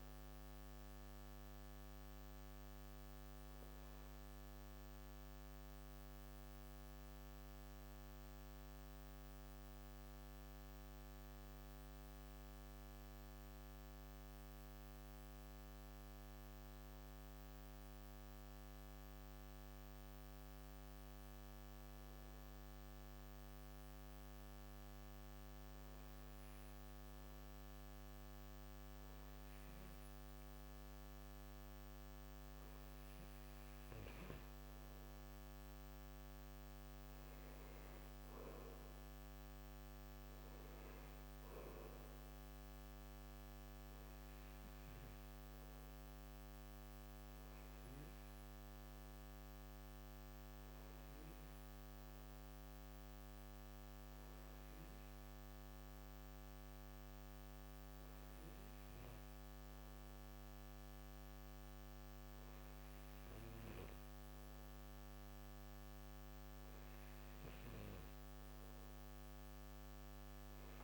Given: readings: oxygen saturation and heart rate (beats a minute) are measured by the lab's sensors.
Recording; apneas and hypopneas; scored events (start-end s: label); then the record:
breathing in sleep, hard to hear, by a microphone on the trachea; 1
3.50-27.00 s: hypopnea (oxygen 97% before, 89% lowest, heart rate 67 before, 54 extreme, up 5 after)
29.50-33.00 s: arousal
30.50-59.50 s: oxygen desaturation (device-marked, oxygen 98% before, 94% lowest, heart rate 57 before, 57 extreme)
From the record:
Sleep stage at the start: N2 (light sleep); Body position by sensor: on the right side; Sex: male